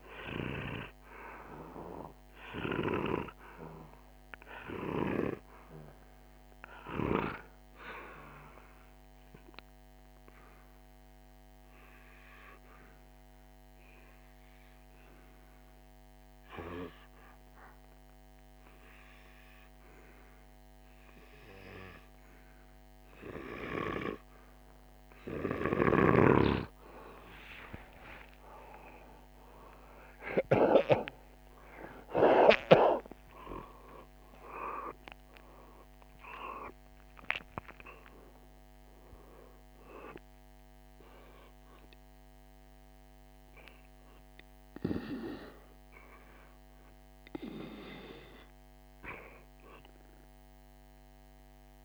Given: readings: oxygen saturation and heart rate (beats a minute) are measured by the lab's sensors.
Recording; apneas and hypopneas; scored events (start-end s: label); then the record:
breathing in sleep by a microphone on the trachea; 1
1.50-11.50 s: oxygen desaturation (device-marked, oxygen 99% before, 96% lowest, heart rate 49 before, 48 extreme)
10.50-25.00 s: obstructive apnea (oxygen 99% before, 94% lowest, heart rate 50 before, 48 extreme, up 12 after)
27.50-31.50 s: arousal
31.50-41.50 s: oxygen desaturation (device-marked, oxygen 97% before, 94% lowest, heart rate 48 before, 49 extreme)
From the record:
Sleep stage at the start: N2 (light sleep); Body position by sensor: on the back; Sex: male